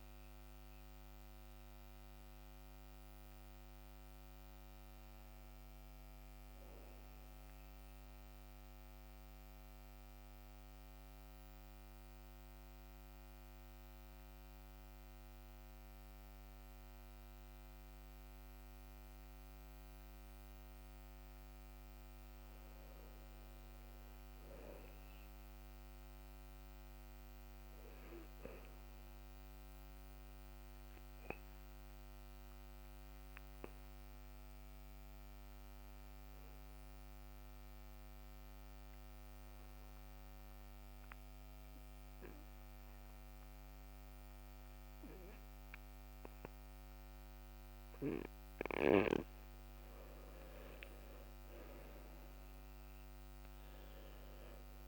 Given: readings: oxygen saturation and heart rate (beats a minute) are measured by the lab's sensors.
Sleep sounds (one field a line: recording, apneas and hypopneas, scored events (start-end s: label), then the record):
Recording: breathing in sleep by a microphone on the trachea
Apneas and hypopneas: 2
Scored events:
8.50-22.00 s: mixed apnea (oxygen 97% before, 91% lowest, heart rate 69 before, 59 extreme, up 5 after)
25.00-28.50 s: arousal
31.00-49.50 s: obstructive apnea (oxygen 99% before, 91% lowest, heart rate 61 before, 61 extreme, up 12 after)
53.50-54.88 s: arousal
From the record:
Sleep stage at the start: N2 (light sleep)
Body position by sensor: on the back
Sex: male